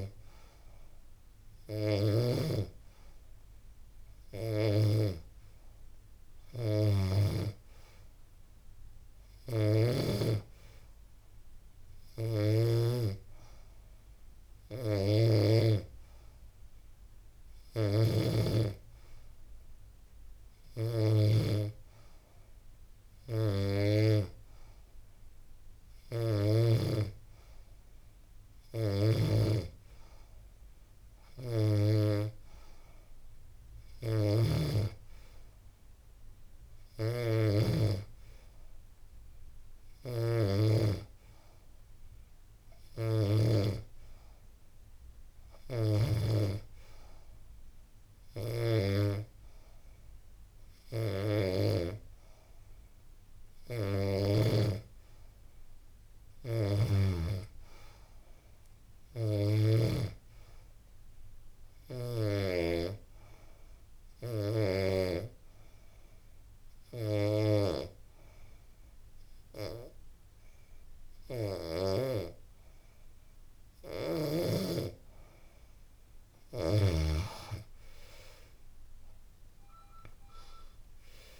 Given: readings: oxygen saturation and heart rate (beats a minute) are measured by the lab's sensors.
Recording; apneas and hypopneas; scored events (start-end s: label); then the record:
breathing in sleep by a room microphone; 1
8.50-17.50 s: snoring (device-marked)
62.00-73.00 s: hypopnea (oxygen 93% before, 86% lowest, heart rate 85 before, 84 extreme, up 5 after)
77.00-80.50 s: arousal
79.00-81.40 s: oxygen desaturation (device-marked, oxygen 93% before, 86% lowest, heart rate 86 before, 85 extreme)
From the record:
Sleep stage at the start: N2 (light sleep); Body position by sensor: on the back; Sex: female